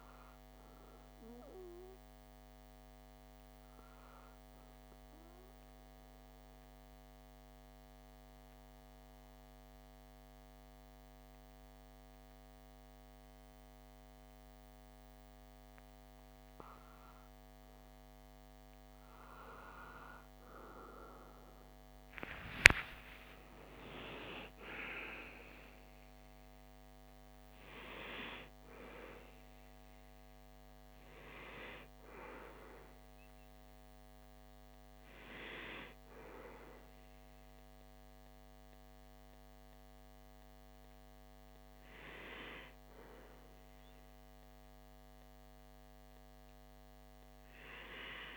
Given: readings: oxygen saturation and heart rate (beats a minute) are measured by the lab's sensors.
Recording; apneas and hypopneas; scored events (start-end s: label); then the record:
breathing in sleep by a microphone on the trachea; 1
3.50-16.00 s: obstructive apnea (oxygen 95% before, 92% lowest)
18.50-22.50 s: arousal
From the record:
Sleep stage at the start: REM sleep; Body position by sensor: on the back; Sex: male